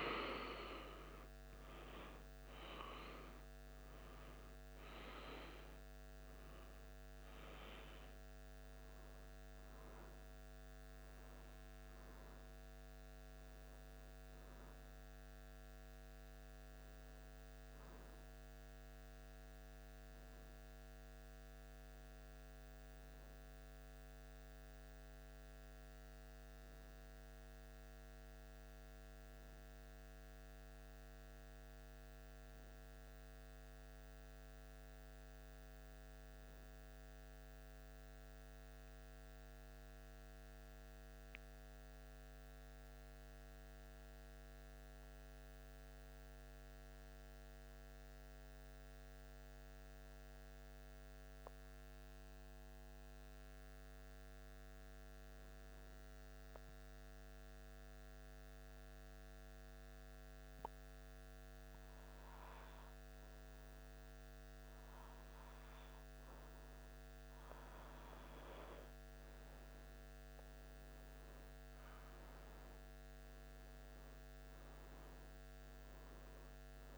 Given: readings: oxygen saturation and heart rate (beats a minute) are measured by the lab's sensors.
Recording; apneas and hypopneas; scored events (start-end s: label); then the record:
breathing in sleep, hard to hear, by a microphone on the trachea; 1
8.50-38.50 s: new sleep stage, N1 (lightest sleep)
38.50-67.00 s: obstructive apnea (oxygen 96% before, 87% lowest, heart rate 77 before, 76 extreme, up 1 after)
38.50-76.98 s: new sleep stage, N2 (light sleep)
41.50-54.50 s: oxygen desaturation (device-marked, oxygen 96% before, 87% lowest, heart rate 77 before, 76 extreme)
69.50-73.50 s: arousal
From the record:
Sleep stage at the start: N2 (light sleep); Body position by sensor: on the back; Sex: male